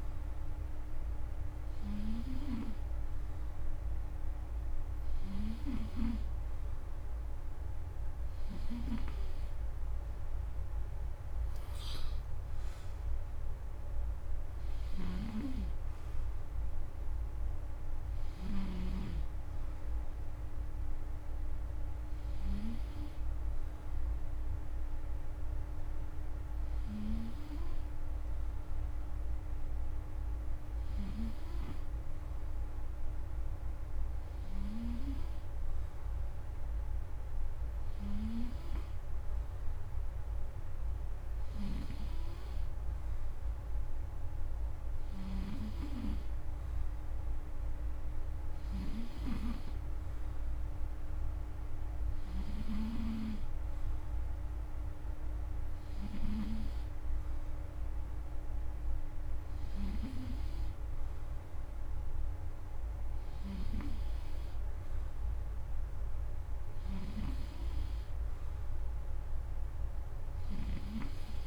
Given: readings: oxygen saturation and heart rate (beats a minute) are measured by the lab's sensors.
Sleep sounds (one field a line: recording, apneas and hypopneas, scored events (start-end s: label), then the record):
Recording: breathing in sleep by a room microphone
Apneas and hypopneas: none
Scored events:
14.50-18.50 s: snoring (device-marked)
41.00-45.00 s: snoring (device-marked)
66.50-70.50 s: snoring (device-marked)
From the record:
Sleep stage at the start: N2 (light sleep)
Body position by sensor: on the front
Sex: male